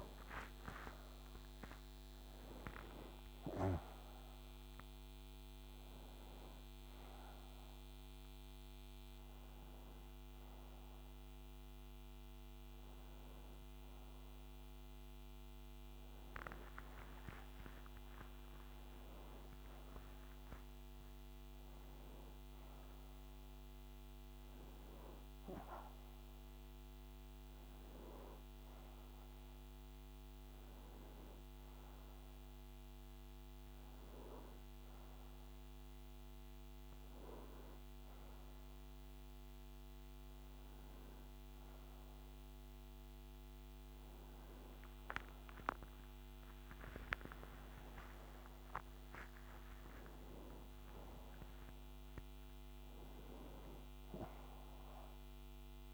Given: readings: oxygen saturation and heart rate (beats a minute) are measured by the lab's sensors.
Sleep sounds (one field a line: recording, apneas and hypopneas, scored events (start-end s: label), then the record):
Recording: a person partly awake in a sleep study, by a microphone on the trachea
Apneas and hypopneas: none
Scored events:
4.00-55.94 s: new sleep stage, N1 (lightest sleep)
47.00-51.50 s: arousal
From the record:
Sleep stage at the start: awake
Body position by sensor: on the right side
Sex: male